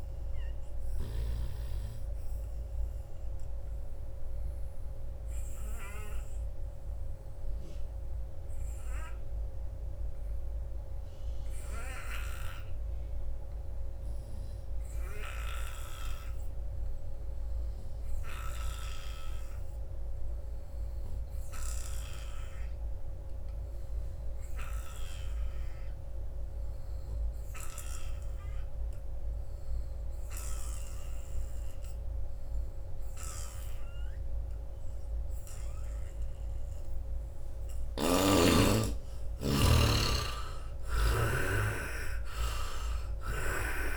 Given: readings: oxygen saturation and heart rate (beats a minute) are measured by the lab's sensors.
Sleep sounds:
breathing in sleep by a room microphone; 1
0.00-1.00 s: snoring (device-marked)
0.00-15.50 s: oxygen desaturation (device-marked, oxygen 74% lowest, heart rate 59 extreme)
3.00-36.50 s: obstructive apnea (oxygen 98% before, 70% lowest, heart rate 80 before, 59 extreme, up 26 after)
30.50-43.97 s: oxygen desaturation (device-marked, oxygen 95% before, 70% lowest, heart rate 79 before, 64 extreme)
37.50-41.00 s: snoring (device-marked)
38.00-42.50 s: arousal
From the record:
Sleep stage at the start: N2 (light sleep); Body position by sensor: on the front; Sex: male

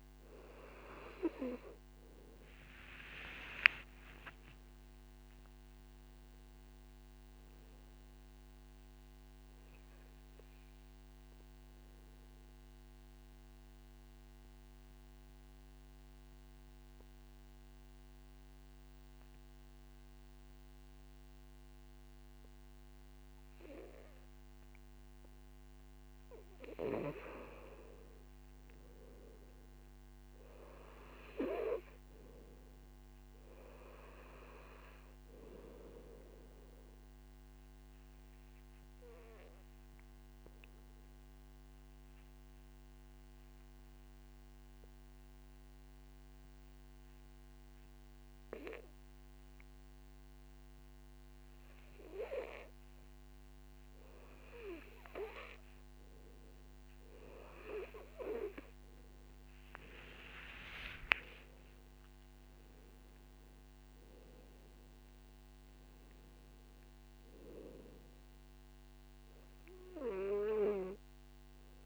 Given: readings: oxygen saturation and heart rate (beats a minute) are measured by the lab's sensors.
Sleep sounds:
breathing in sleep by a microphone on the trachea; 2
3.00-6.50 s: arousal
4.00-6.00 s: long interval between heartbeats (device-marked, heart rate 53 before, 69 extreme)
6.50-20.50 s: oxygen desaturation (device-marked, oxygen 99% before, 95% lowest, heart rate 55 before, 52 extreme)
10.00-26.00 s: obstructive apnea (oxygen 99% before, 94% lowest, heart rate 58 before, 52 extreme, up 5 after)
27.00-30.50 s: arousal
37.50-54.00 s: obstructive apnea (oxygen 98% before, 94% lowest, heart rate 55 before, 52 extreme, up 7 after)
38.50-43.50 s: oxygen desaturation (device-marked, oxygen 98% before, 94% lowest, heart rate 56 before, 53 extreme)
57.50-61.00 s: arousal
From the record:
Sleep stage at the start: N2 (light sleep); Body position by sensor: on the back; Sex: male

